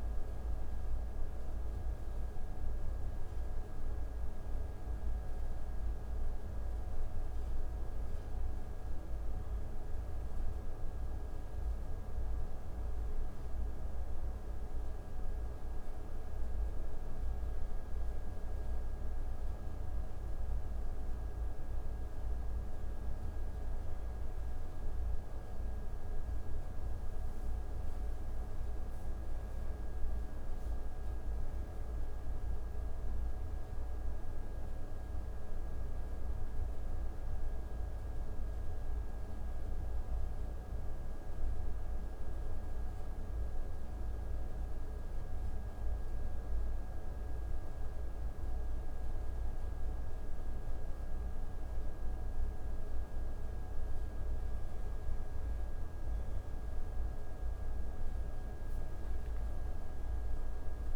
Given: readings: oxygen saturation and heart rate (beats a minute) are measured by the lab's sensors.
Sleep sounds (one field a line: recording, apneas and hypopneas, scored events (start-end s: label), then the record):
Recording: breathing in sleep, hard to hear, by a room microphone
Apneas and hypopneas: 2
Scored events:
10.50-25.00 s: hypopnea (oxygen 98% before, 92% lowest)
13.00-26.00 s: oxygen desaturation (device-marked, oxygen 98% before, 94% lowest)
28.50-34.00 s: arousal
40.00-55.00 s: obstructive apnea (oxygen 97% before, 92% lowest)
58.00-60.96 s: arousal
From the record:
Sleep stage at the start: N1 (lightest sleep)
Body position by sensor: on the back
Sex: male